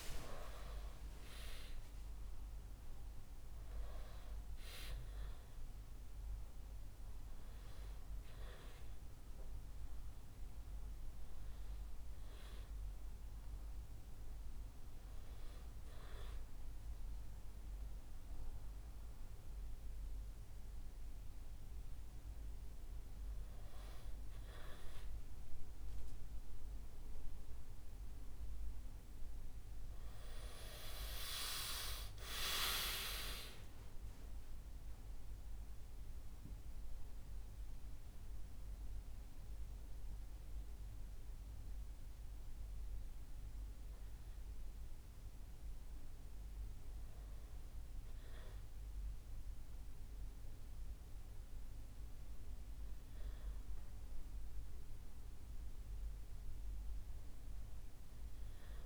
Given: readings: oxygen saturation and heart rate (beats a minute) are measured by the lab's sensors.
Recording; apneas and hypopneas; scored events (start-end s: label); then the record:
a person awake in a sleep study, by a room microphone; none
none scored
From the record:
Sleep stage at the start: awake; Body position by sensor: on the back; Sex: male